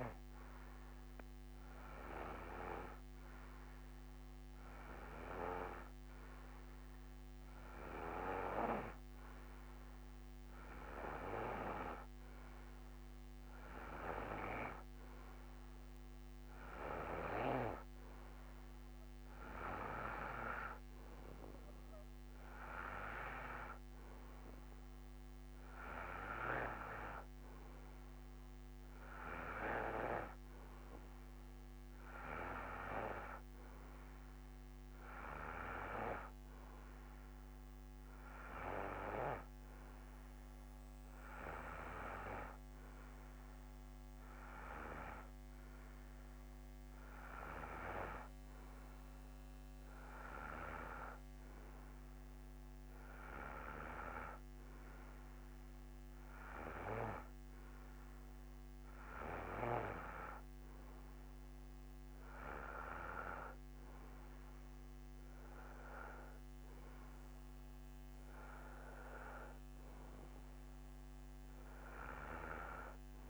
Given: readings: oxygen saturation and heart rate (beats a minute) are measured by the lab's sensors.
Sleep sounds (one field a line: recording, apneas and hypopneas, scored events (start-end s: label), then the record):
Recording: breathing in sleep by a microphone on the trachea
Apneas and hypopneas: none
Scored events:
none scored
From the record:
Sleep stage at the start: N2 (light sleep)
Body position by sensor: on the right side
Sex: male